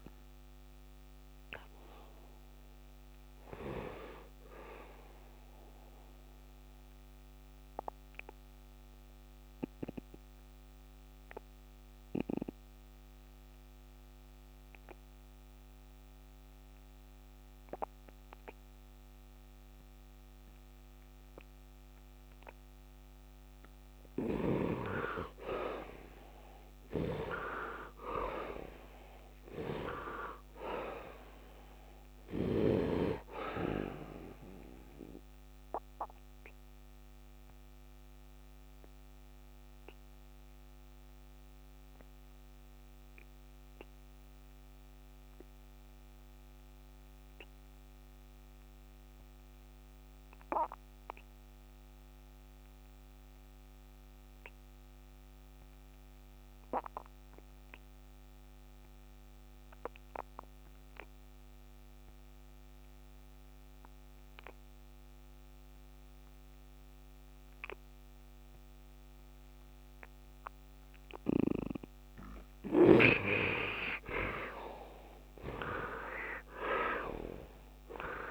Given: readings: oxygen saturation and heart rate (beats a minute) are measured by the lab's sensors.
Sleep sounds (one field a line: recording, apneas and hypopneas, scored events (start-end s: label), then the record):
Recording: breathing in sleep by a microphone on the trachea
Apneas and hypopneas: 2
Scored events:
0.00-12.00 s: oxygen desaturation (device-marked, oxygen 73% lowest, heart rate 68 extreme)
6.50-24.50 s: obstructive apnea (oxygen 100% before, 72% lowest, heart rate 77 before, 67 extreme, up 10 after)
25.00-49.00 s: oxygen desaturation (device-marked, oxygen 99% before, 79% lowest, heart rate 74 before, 67 extreme)
30.00-33.00 s: arousal
37.50-70.00 s: obstructive apnea (oxygen 100% before, 69% lowest, heart rate 78 before, 68 extreme, up 4 after)
54.00-78.31 s: oxygen desaturation (device-marked, oxygen 99% before, 69% lowest, heart rate 73 before, 66 extreme)
73.00-78.31 s: arousal
From the record:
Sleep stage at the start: N2 (light sleep)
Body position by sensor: on the right side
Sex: male